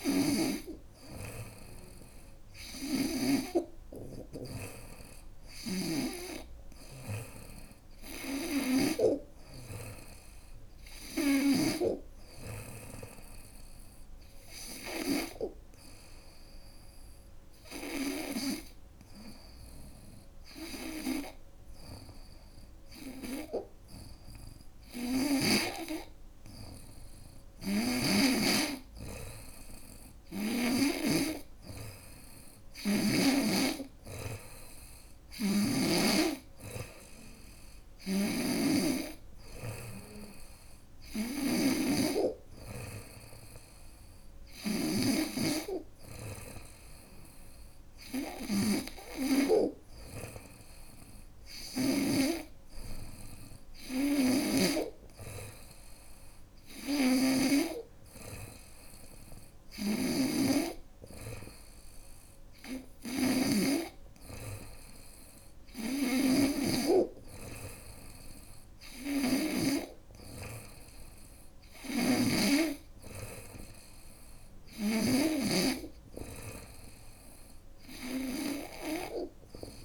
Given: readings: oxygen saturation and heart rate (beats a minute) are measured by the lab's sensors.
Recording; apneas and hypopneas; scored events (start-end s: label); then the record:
breathing in sleep by a room microphone; none
0.00-8.50 s: snoring (device-marked)
34.50-51.50 s: snoring (device-marked)
53.50-57.00 s: snoring (device-marked)
59.00-69.00 s: snoring (device-marked)
71.00-74.50 s: snoring (device-marked)
From the record:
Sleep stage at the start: N2 (light sleep); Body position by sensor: on the front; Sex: female